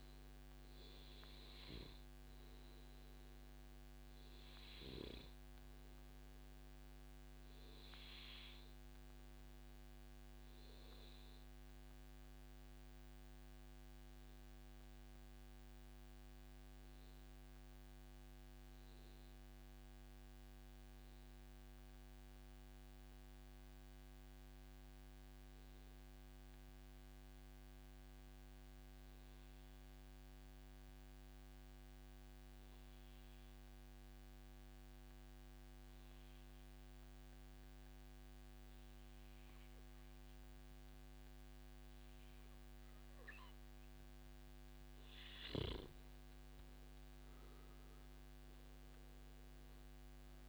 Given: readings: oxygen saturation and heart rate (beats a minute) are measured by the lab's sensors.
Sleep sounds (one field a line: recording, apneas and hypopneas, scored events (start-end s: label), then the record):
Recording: breathing in sleep, hard to hear, by a microphone on the trachea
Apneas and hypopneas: 1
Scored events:
0.00-6.00 s: oxygen desaturation (device-marked, oxygen 93% lowest, heart rate 132 extreme)
3.50-43.50 s: obstructive apnea (oxygen 98% before, 92% lowest, heart rate 138 before, 114 extreme, up 1 after)
39.00-50.49 s: oxygen desaturation (device-marked, oxygen 98% before, 92% lowest, heart rate 143 before, 90 extreme)
46.00-50.00 s: arousal
From the record:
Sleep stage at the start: N2 (light sleep)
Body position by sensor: on the back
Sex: male